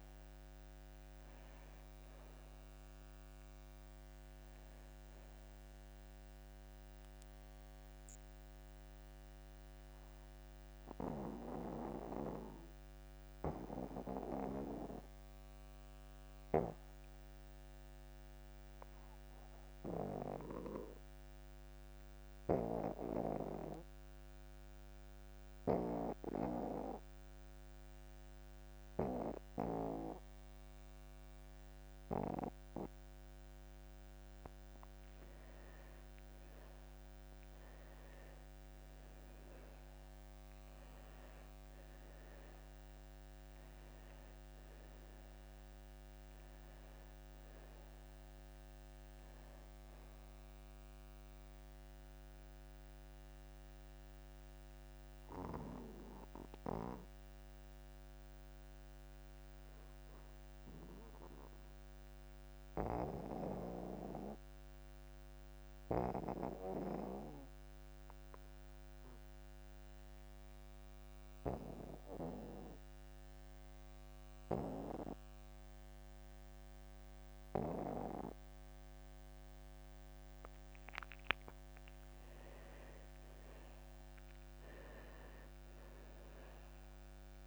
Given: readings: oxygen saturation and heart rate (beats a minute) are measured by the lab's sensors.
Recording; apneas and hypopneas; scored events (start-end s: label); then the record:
breathing in sleep by a microphone on the trachea; 2
0.00-26.00 s: oxygen desaturation (device-marked, oxygen 87% lowest)
6.50-35.50 s: mixed apnea (oxygen 98% before, 85% lowest)
37.00-72.00 s: oxygen desaturation (device-marked, oxygen 98% before, 85% lowest)
38.00-43.00 s: arousal
54.50-82.00 s: obstructive apnea (oxygen 98% before, 84% lowest)
84.00-87.47 s: oxygen desaturation (device-marked, oxygen 97% before, 84% lowest)
84.50-87.47 s: arousal
From the record:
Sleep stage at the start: N2 (light sleep); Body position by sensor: on the back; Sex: male